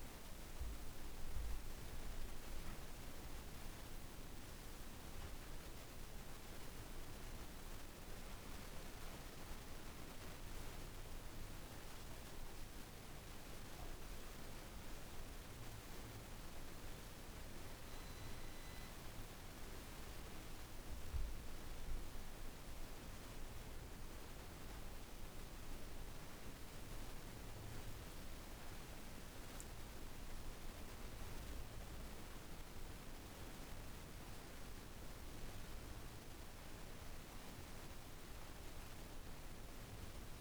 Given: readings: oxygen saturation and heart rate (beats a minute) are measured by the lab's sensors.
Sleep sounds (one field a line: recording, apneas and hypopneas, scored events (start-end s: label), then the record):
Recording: breathing in sleep, hard to hear, by a room microphone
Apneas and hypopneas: none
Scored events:
25.00-40.41 s: new sleep stage, REM sleep
From the record:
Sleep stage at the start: N2 (light sleep)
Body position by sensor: on the back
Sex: female